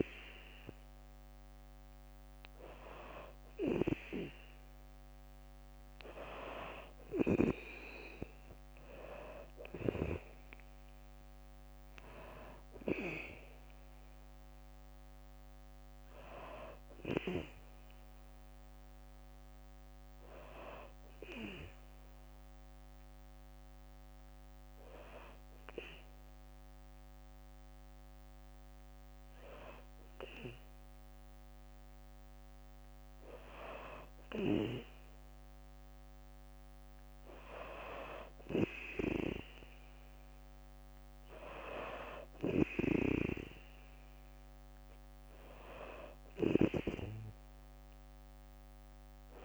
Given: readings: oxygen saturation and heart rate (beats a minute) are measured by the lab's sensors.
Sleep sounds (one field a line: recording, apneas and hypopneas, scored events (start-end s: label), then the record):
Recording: breathing in sleep by a microphone on the trachea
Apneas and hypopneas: none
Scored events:
5.50-17.50 s: drop in pulse transit time (device-marked, heart rate 64 before, 63 extreme)
From the record:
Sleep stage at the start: N2 (light sleep)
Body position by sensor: on the back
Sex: female